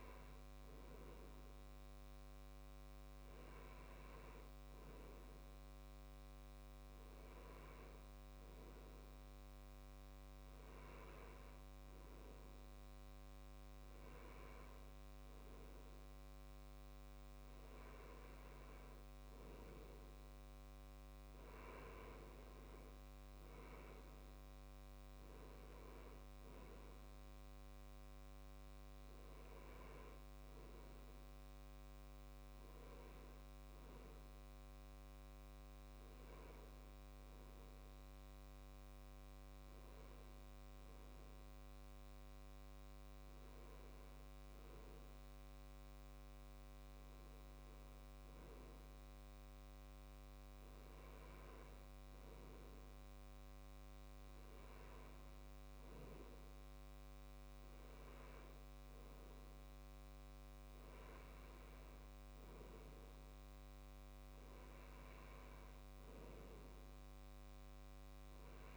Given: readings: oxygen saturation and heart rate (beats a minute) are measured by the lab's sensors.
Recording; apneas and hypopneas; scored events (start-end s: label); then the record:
breathing in sleep, hard to hear, by a microphone on the trachea; none
none scored
From the record:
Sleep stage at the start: N2 (light sleep); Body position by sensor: on the left side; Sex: male